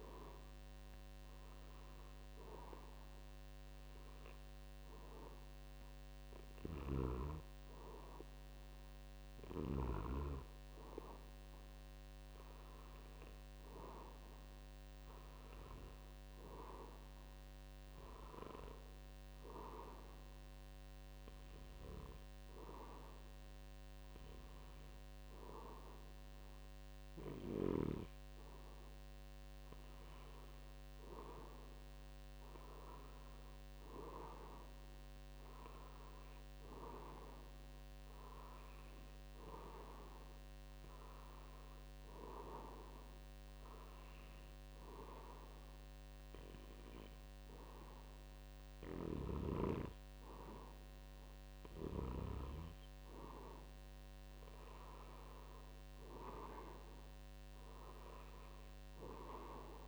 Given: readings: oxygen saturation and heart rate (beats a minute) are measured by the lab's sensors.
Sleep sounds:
breathing in sleep by a microphone on the trachea; 1
0.00-11.50 s: oxygen desaturation (device-marked, oxygen 90% lowest, heart rate 83 extreme)
6.50-10.00 s: snoring (device-marked)
13.50-16.50 s: arousal
18.50-30.50 s: hypopnea (oxygen 94% before, 84% lowest, heart rate 85 before, 83 extreme, up 2 after)
33.00-36.00 s: arousal
From the record:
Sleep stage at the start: N2 (light sleep); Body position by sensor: on the back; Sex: male

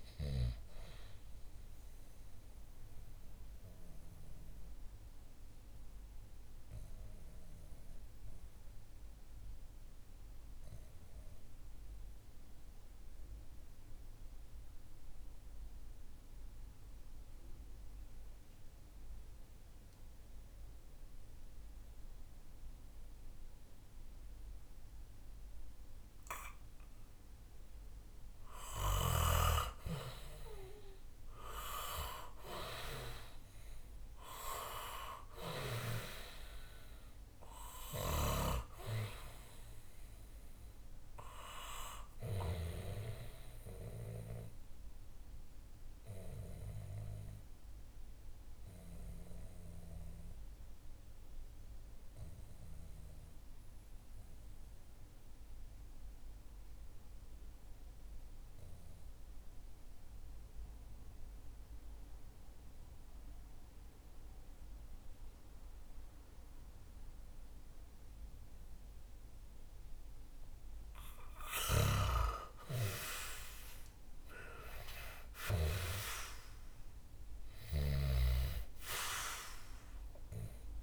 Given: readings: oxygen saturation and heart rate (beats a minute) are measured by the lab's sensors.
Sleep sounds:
breathing in sleep by a room microphone; 2
0.00-18.50 s: oxygen desaturation (device-marked, oxygen 92% lowest, heart rate 57 extreme)
3.00-27.00 s: mixed apnea (oxygen 97% before, 89% lowest, heart rate 69 before, 58 extreme, up 2 after)
27.50-56.50 s: oxygen desaturation (device-marked, oxygen 98% before, 89% lowest, heart rate 64 before, 60 extreme)
29.00-33.00 s: arousal
44.00-69.50 s: obstructive apnea (oxygen 98% before, 89% lowest, heart rate 66 before, 60 extreme, up 10 after)
71.00-80.83 s: snoring (device-marked)
72.50-80.83 s: oxygen desaturation (device-marked, oxygen 98% before, 90% lowest, heart rate 62 before, 61 extreme)
73.00-77.50 s: arousal
From the record:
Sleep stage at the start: N2 (light sleep); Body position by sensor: on the back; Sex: male

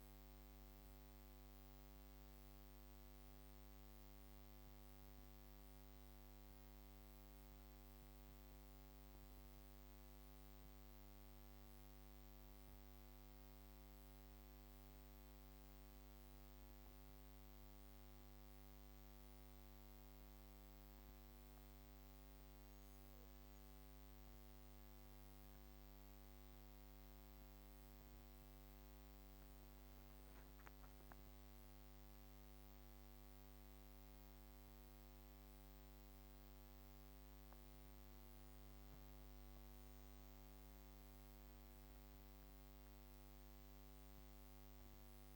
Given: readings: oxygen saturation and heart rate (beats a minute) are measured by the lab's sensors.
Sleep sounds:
breathing in sleep, hard to hear, by a microphone on the trachea; 1
4.50-24.00 s: obstructive apnea (oxygen 96% before, 92% lowest)
26.00-45.36 s: oxygen desaturation (device-marked, oxygen 95% before, 92% lowest)
27.00-30.00 s: arousal
From the record:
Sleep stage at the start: N2 (light sleep); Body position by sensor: on the back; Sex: female

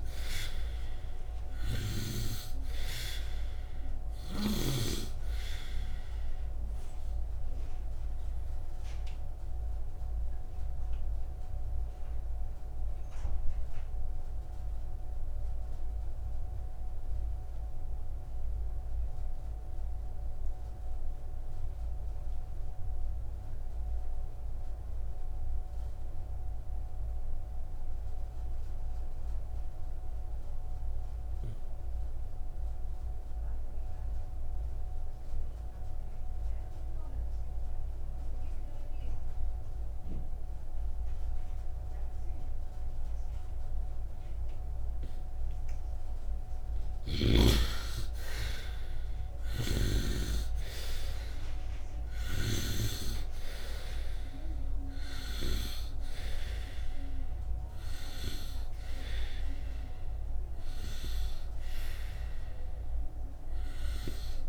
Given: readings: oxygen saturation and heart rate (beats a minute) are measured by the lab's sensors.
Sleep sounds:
breathing in sleep by a room microphone; 1
0.00-1.00 s: arousal
0.00-2.50 s: snoring (device-marked)
7.00-45.50 s: obstructive apnea (oxygen 97% before, 65% lowest, heart rate 60 before, 47 extreme, up 8 after)
8.00-32.00 s: oxygen desaturation (device-marked, oxygen 86% before, 71% lowest, heart rate 60 before, 47 extreme)
34.00-55.00 s: oxygen desaturation (device-marked, oxygen 96% before, 76% lowest, heart rate 70 before, 47 extreme)
47.50-52.50 s: arousal
49.50-53.00 s: snoring (device-marked)
63.00-64.49 s: oxygen desaturation (device-marked, oxygen 80% before, 65% lowest, heart rate 58 before, 64 extreme)
From the record:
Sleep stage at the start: N2 (light sleep); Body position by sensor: upright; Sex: male

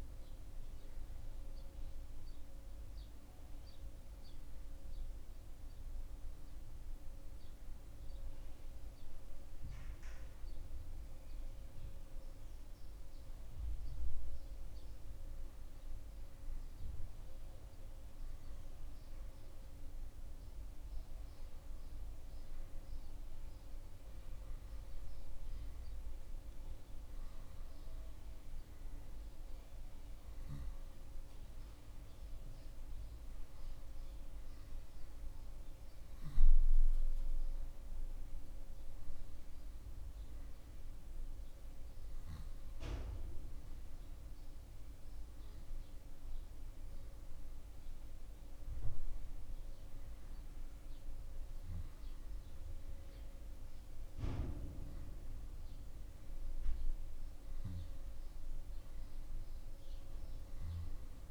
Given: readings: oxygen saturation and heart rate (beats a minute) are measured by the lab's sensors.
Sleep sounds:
a person awake in a sleep study, hard to hear, by a room microphone; none
none scored
From the record:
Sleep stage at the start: awake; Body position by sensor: on the back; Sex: male

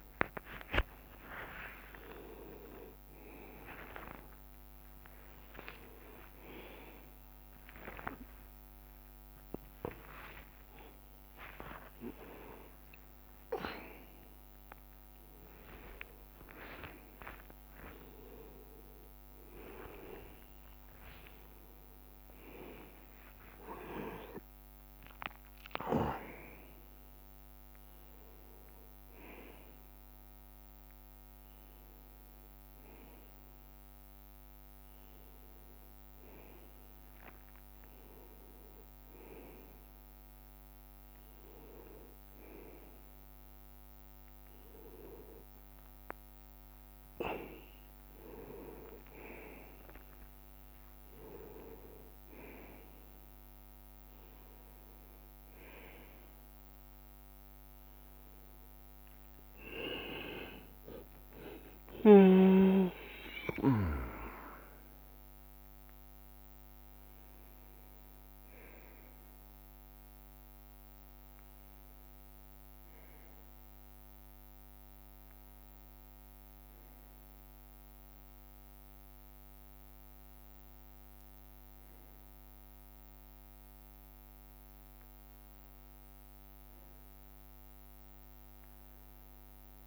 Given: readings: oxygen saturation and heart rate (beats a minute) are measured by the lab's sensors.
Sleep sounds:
a person awake in a sleep study, by a microphone on the trachea; none
0.00-4.00 s: tachycardia (device-marked, heart rate 159 extreme)
1.50-4.50 s: leg movement (device-marked)
3.00-5.00 s: long interval between heartbeats (device-marked, heart rate 98 before, 159 extreme)
4.00-14.00 s: drop in pulse transit time (device-marked, heart rate 101 before, 67 extreme)
5.00-8.00 s: tachycardia (device-marked, heart rate 80 before, 159 extreme)
6.50-7.50 s: leg movement (device-marked)
8.00-10.00 s: long interval between heartbeats (device-marked, heart rate 107 before, 105 extreme)
8.50-16.00 s: leg movement (device-marked)
12.00-14.00 s: long interval between heartbeats (device-marked, heart rate 112 before, 87 extreme)
16.00-18.00 s: long interval between heartbeats (device-marked, heart rate 112 before, 78 extreme)
17.00-19.50 s: leg movement (device-marked)
19.50-21.50 s: long interval between heartbeats (device-marked, heart rate 109 before, 88 extreme)
21.50-23.50 s: long interval between heartbeats (device-marked, heart rate 105 before, 100 extreme)
22.00-36.00 s: oxygen desaturation (device-marked, oxygen 97% before, 93% lowest)
26.00-36.00 s: drop in pulse transit time (device-marked)
27.00-48.00 s: bradycardia (device-marked)
31.00-33.00 s: long interval between heartbeats (device-marked)
34.50-36.50 s: long interval between heartbeats (device-marked)
38.00-39.00 s: leg movement (device-marked)
38.50-40.50 s: long interval between heartbeats (device-marked, heart rate 66 before, 32 extreme)
41.50-43.50 s: leg movement (device-marked)
45.00-50.00 s: leg movement (device-marked)
46.00-48.00 s: long interval between heartbeats (device-marked)
49.00-59.00 s: drop in pulse transit time (device-marked)
51.00-53.00 s: long interval between heartbeats (device-marked)
51.00-55.00 s: leg movement (device-marked)
54.00-56.00 s: long interval between heartbeats (device-marked, heart rate 36 before, 91 extreme)
58.00-60.00 s: long interval between heartbeats (device-marked, heart rate 51 before, 94 extreme)
60.00-63.00 s: bradycardia (device-marked, heart rate 80 before, 65 extreme)
61.50-63.50 s: leg movement (device-marked)
65.00-66.00 s: leg movement (device-marked)
66.50-68.50 s: long interval between heartbeats (device-marked, heart rate 68 before, 65 extreme)
71.00-73.00 s: long interval between heartbeats (device-marked, heart rate 75 before, 74 extreme)
71.00-86.00 s: bradycardia (device-marked, heart rate 80 before, 35 extreme)
71.00-89.00 s: drop in pulse transit time (device-marked, heart rate 75 before, 35 extreme)
77.00-79.00 s: long interval between heartbeats (device-marked, heart rate 67 before, 40 extreme)
80.50-82.50 s: long interval between heartbeats (device-marked, heart rate 58 before, 48 extreme)
84.50-86.50 s: long interval between heartbeats (device-marked, heart rate 54 before, 48 extreme)
From the record:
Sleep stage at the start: awake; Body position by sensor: on the right side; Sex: male

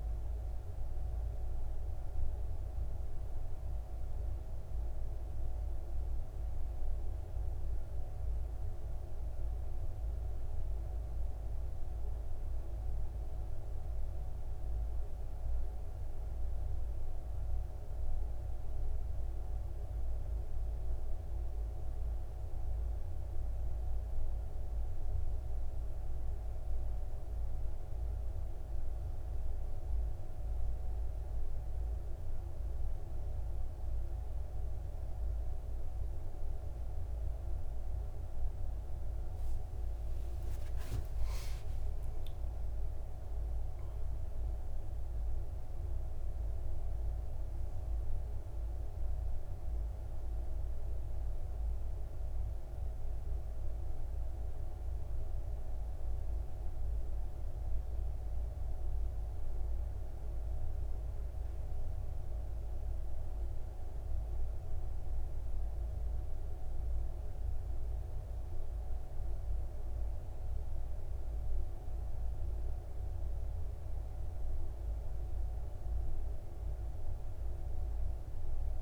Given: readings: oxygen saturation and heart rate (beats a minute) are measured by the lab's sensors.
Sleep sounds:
breathing in sleep, hard to hear, by a room microphone; none
41.00-45.00 s: arousal
41.50-43.50 s: long interval between heartbeats (device-marked, heart rate 56 before, 87 extreme)
From the record:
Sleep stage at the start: N1 (lightest sleep); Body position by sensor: on the back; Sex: male

